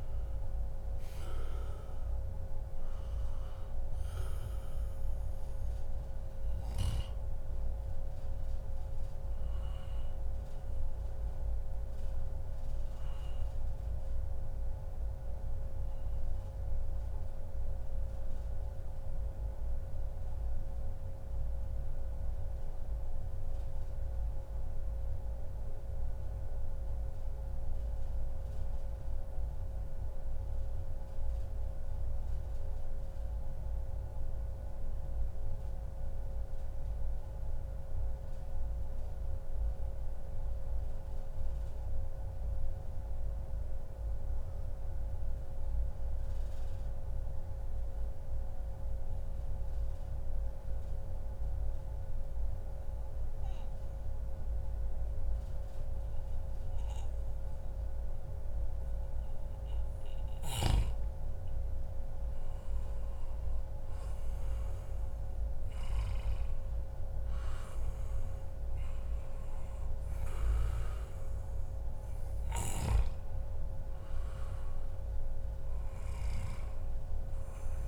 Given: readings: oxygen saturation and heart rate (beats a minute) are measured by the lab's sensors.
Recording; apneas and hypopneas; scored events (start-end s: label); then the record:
breathing in sleep, hard to hear, by a room microphone; 1
0.00-11.50 s: oxygen desaturation (device-marked, oxygen 90% lowest, heart rate 125 extreme)
16.00-58.00 s: mixed apnea (oxygen 96% before, 91% lowest, heart rate 142 before, 140 extreme, up 0 after)
55.50-77.88 s: oxygen desaturation (device-marked, oxygen 98% before, 92% lowest, heart rate 145 before, 140 extreme)
61.00-66.50 s: arousal
From the record:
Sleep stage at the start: REM sleep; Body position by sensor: on the back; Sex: male